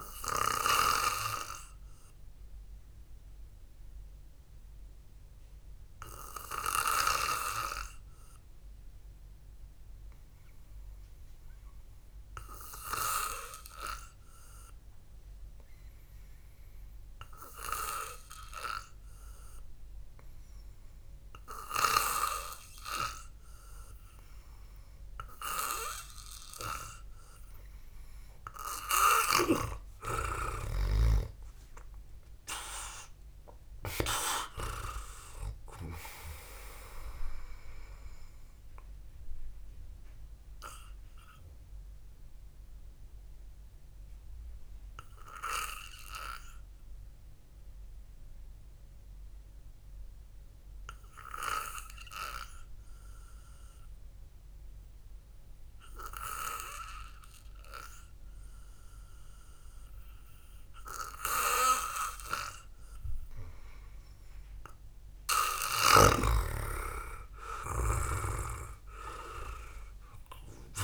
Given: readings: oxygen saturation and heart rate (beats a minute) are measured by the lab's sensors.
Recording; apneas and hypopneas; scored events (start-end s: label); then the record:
breathing in sleep by a room microphone; 2
1.00-26.00 s: hypopnea (oxygen 98% before, 93% lowest, heart rate 61 before, 53 extreme, up 5 after)
31.50-35.50 s: arousal
40.00-62.50 s: hypopnea (oxygen 98% before, 92% lowest, heart rate 59 before, 58 extreme, up 3 after)
66.50-70.50 s: arousal
From the record:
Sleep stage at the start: N2 (light sleep); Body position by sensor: on the back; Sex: male